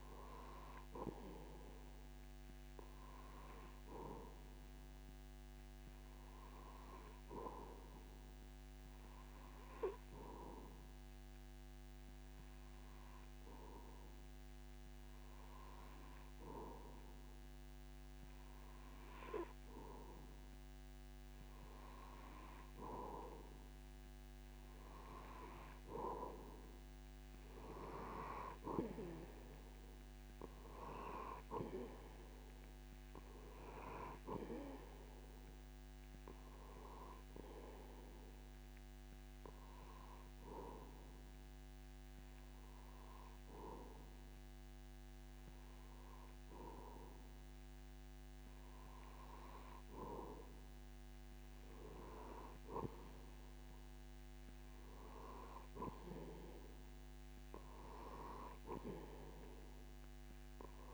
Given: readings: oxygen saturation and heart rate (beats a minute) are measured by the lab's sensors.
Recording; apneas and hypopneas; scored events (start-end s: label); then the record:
breathing in sleep by a microphone on the trachea; 2
9.00-20.00 s: hypopnea (oxygen 95% before, 90% lowest)
22.00-25.50 s: arousal
30.50-51.50 s: oxygen desaturation (device-marked, oxygen 93% before, 90% lowest)
36.50-47.50 s: hypopnea (oxygen 94% before, 90% lowest)
51.50-55.00 s: arousal
From the record:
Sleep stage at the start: N2 (light sleep); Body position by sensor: on the back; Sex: male